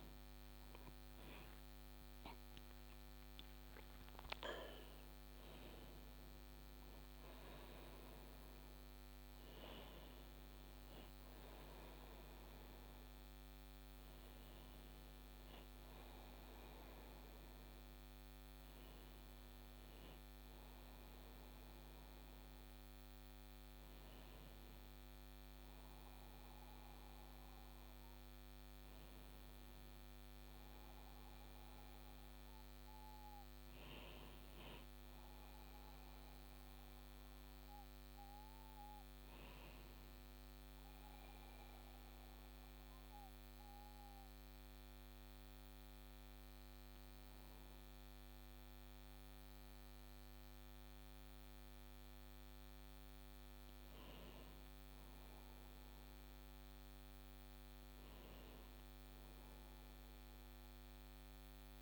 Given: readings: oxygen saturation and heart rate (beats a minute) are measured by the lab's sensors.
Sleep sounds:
breathing in sleep, hard to hear, by a microphone on the trachea; 1
0.00-5.00 s: arousal
0.00-21.00 s: oxygen desaturation (device-marked, oxygen 91% lowest)
31.50-36.00 s: arousal
39.00-53.50 s: hypopnea (oxygen 94% before, 95% lowest, heart rate 38 before, 34 extreme, up 2 after)
56.50-61.50 s: arousal
From the record:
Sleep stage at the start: N1 (lightest sleep); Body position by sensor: on the back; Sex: male

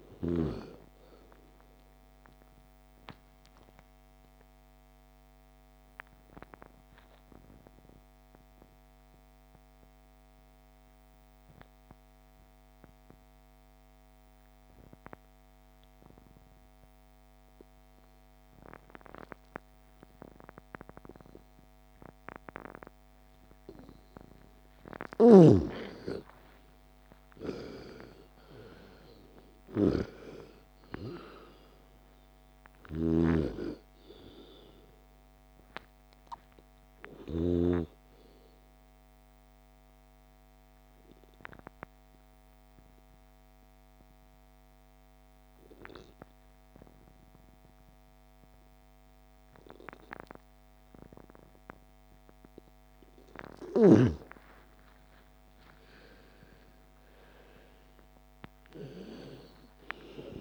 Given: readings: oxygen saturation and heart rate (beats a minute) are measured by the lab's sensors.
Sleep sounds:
breathing in sleep by a microphone on the trachea; 2
0.00-18.00 s: oxygen desaturation (device-marked, oxygen 84% lowest, heart rate 38 extreme)
3.00-24.00 s: obstructive apnea (oxygen 99% before, 82% lowest, heart rate 58 before, 38 extreme, up 23 after)
24.00-52.00 s: oxygen desaturation (device-marked, oxygen 99% before, 82% lowest, heart rate 47 before, 28 extreme)
25.00-37.50 s: snoring (device-marked)
26.00-30.00 s: arousal
41.00-53.00 s: obstructive apnea (oxygen 99% before, 82% lowest, heart rate 60 before, 28 extreme, up 28 after)
53.50-58.00 s: arousal
From the record:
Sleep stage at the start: N2 (light sleep); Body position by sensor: on the back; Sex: female

